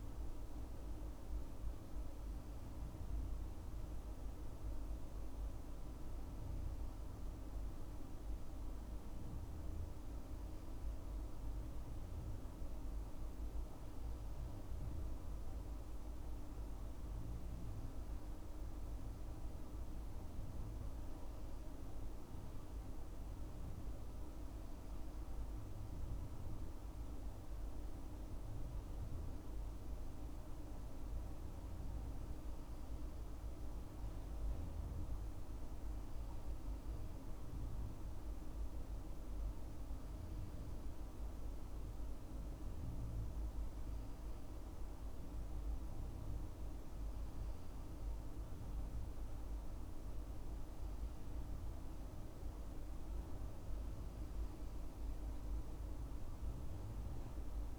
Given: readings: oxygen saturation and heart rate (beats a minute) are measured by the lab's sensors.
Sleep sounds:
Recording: breathing in sleep, hard to hear, by a room microphone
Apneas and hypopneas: none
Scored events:
none scored
From the record:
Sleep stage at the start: N2 (light sleep)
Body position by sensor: on the left side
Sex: male

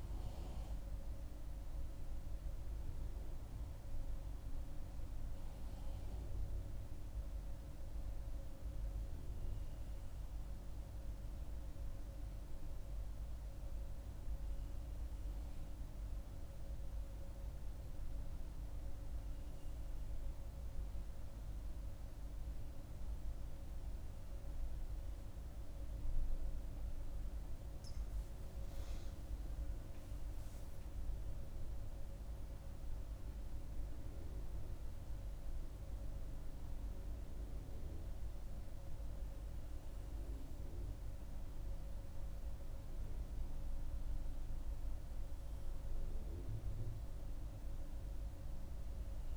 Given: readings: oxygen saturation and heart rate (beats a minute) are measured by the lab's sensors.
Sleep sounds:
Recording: breathing in sleep, hard to hear, by a room microphone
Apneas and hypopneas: 1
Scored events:
0.00-5.00 s: oxygen desaturation (device-marked, oxygen 91% lowest, heart rate 62 extreme)
10.50-27.50 s: mixed apnea (oxygen 100% before, 93% lowest, heart rate 69 before, 63 extreme, up 8 after)
28.50-32.00 s: arousal
29.00-49.37 s: oxygen desaturation (device-marked, oxygen 98% before, 93% lowest, heart rate 65 before, 64 extreme)
From the record:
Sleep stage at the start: N2 (light sleep)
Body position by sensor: on the front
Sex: female

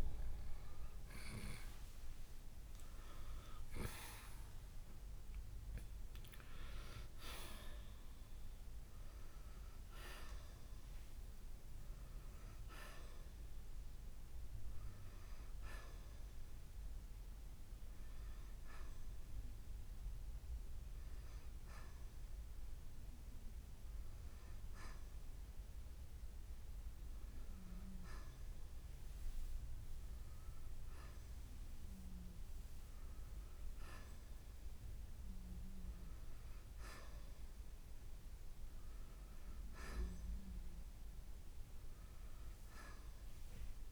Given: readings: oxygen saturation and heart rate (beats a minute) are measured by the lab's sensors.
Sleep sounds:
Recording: breathing in sleep by a room microphone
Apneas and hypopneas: none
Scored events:
0.00-6.50 s: oxygen desaturation (device-marked, oxygen 88% lowest, heart rate 59 extreme)
16.50-28.50 s: oxygen desaturation (device-marked, oxygen 92% before, 87% lowest, heart rate 68 before, 64 extreme)
From the record:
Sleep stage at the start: N2 (light sleep)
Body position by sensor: on the right side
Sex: male

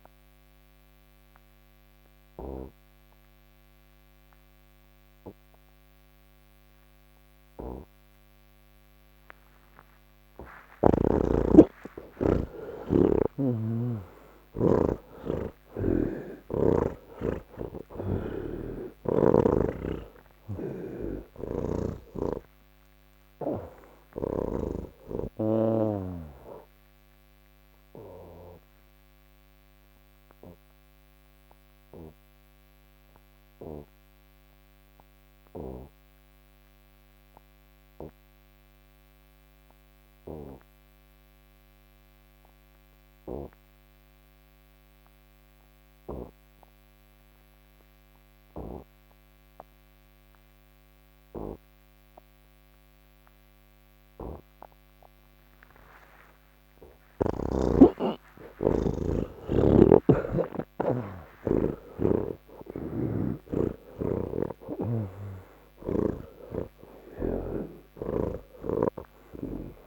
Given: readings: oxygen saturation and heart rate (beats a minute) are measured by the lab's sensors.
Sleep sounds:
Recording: breathing in sleep by a microphone on the trachea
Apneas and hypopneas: none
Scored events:
17.50-24.50 s: snoring (device-marked)
59.00-69.87 s: oxygen desaturation (device-marked, oxygen 80% before, 75% lowest, heart rate 72 before, 70 extreme)
64.00-69.87 s: snoring (device-marked)
From the record:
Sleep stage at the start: N1 (lightest sleep)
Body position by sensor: on the back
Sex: male

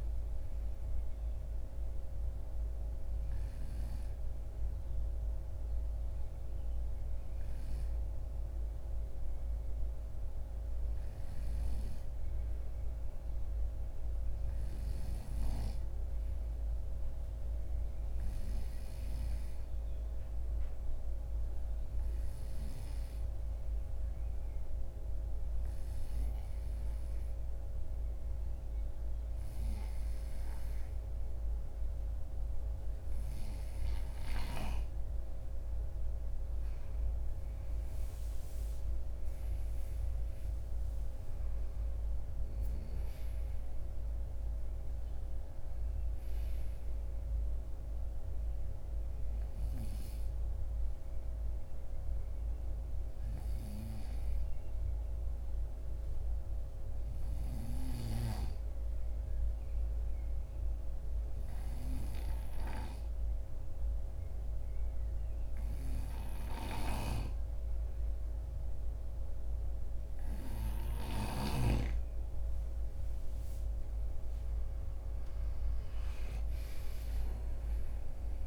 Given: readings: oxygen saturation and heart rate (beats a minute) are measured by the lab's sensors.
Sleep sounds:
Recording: breathing in sleep by a room microphone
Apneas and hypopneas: 2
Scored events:
16.00-33.00 s: obstructive apnea (oxygen 95% before, 89% lowest, heart rate 55 before, 52 extreme, up 11 after)
30.50-46.50 s: oxygen desaturation (device-marked, oxygen 94% before, 90% lowest, heart rate 56 before, 52 extreme)
35.50-39.00 s: arousal
49.50-69.00 s: obstructive apnea (oxygen 94% before, 89% lowest, heart rate 62 before, 50 extreme, up 12 after)
72.00-75.50 s: arousal
From the record:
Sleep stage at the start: N2 (light sleep)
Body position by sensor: on the right side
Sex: male

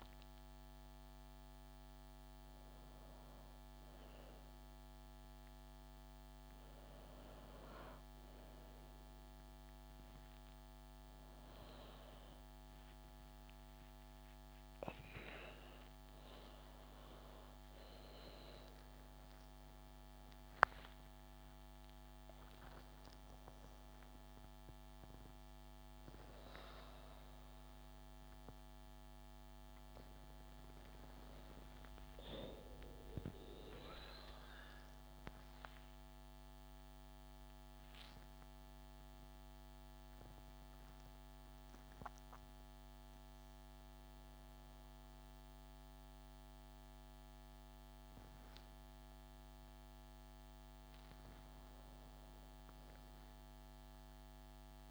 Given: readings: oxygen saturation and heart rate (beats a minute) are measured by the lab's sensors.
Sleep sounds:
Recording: a person awake in a sleep study, by a microphone on the trachea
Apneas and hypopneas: none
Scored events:
none scored
From the record:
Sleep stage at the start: awake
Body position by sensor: on the back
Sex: female

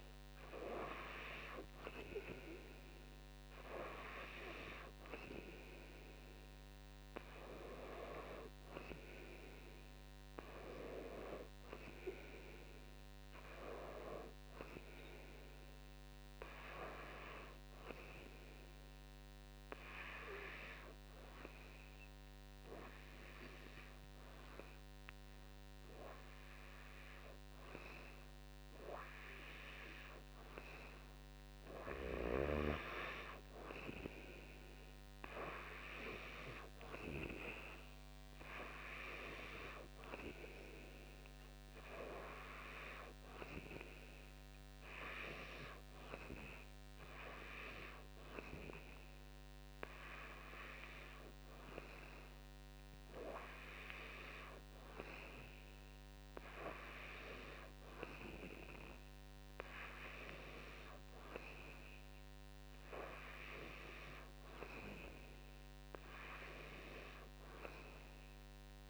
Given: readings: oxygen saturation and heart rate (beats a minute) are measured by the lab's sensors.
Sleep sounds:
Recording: breathing in sleep by a microphone on the trachea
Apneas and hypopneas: 1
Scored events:
0.00-13.00 s: oxygen desaturation (device-marked, oxygen 91% lowest, heart rate 55 extreme)
20.00-32.50 s: hypopnea (oxygen 95% before, 91% lowest, heart rate 59 before, 56 extreme, up 3 after)
34.50-38.00 s: arousal
From the record:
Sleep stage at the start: N2 (light sleep)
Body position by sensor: on the back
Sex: male

